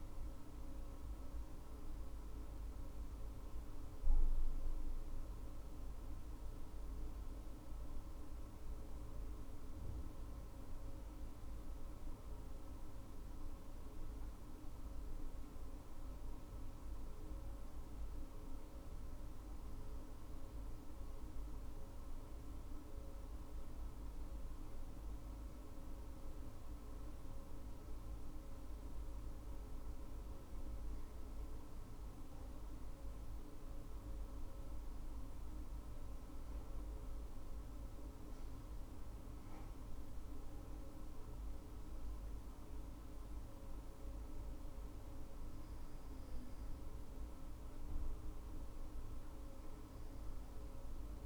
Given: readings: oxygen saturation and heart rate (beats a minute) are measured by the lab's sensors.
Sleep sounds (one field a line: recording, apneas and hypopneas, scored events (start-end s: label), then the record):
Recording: breathing in sleep, hard to hear, by a room microphone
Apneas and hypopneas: none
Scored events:
5.50-10.50 s: arousal
From the record:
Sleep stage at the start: N2 (light sleep)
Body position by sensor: on the right side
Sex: female